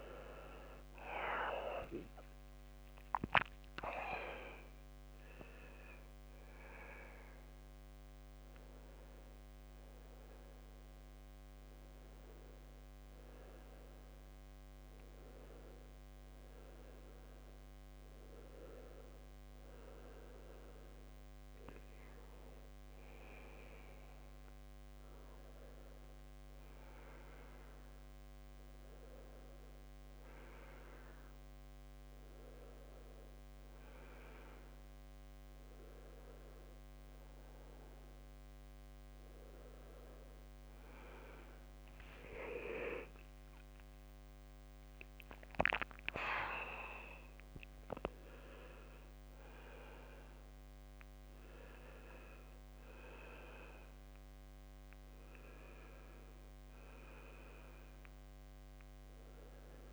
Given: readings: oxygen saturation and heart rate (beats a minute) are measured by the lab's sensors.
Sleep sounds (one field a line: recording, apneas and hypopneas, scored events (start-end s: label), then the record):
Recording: a person partly awake in a sleep study, by a microphone on the trachea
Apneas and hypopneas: 2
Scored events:
0.00-1.00 s: long interval between heartbeats (device-marked, heart rate 137 extreme)
7.00-19.50 s: central apnea (oxygen 96% before, 93% lowest, heart rate 108 before, 72 extreme, up 0 after)
12.00-59.93 s: new sleep stage, N1 (lightest sleep)
21.50-25.50 s: arousal
29.00-41.00 s: hypopnea (oxygen 97% before, 93% lowest, heart rate 77 before, 72 extreme, up 17 after)
42.50-47.50 s: arousal
45.00-47.00 s: long interval between heartbeats (device-marked, heart rate 74 before, 85 extreme)
From the record:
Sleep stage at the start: awake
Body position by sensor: on the back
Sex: male